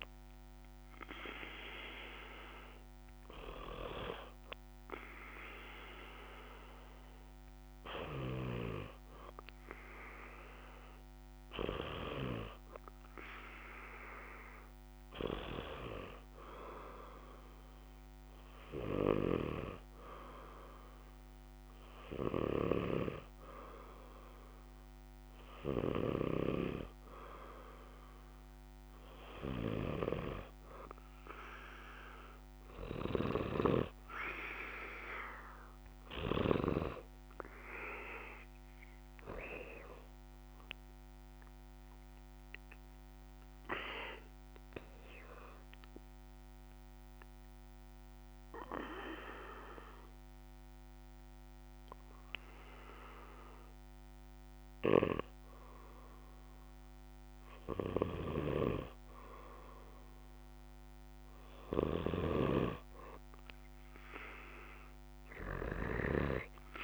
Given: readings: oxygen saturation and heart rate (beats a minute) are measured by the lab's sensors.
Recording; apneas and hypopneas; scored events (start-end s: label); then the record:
breathing in sleep by a microphone on the trachea; 2
9.50-12.50 s: arousal
15.00-25.00 s: hypopnea (oxygen 97% before, 94% lowest, heart rate 61 before, 62 extreme, up 0 after)
25.50-28.50 s: arousal
46.50-58.00 s: obstructive apnea (oxygen 96% before, 94% lowest, heart rate 67 before, 59 extreme, up 5 after)
61.00-64.50 s: arousal
From the record:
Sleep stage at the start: N2 (light sleep); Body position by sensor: on the back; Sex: male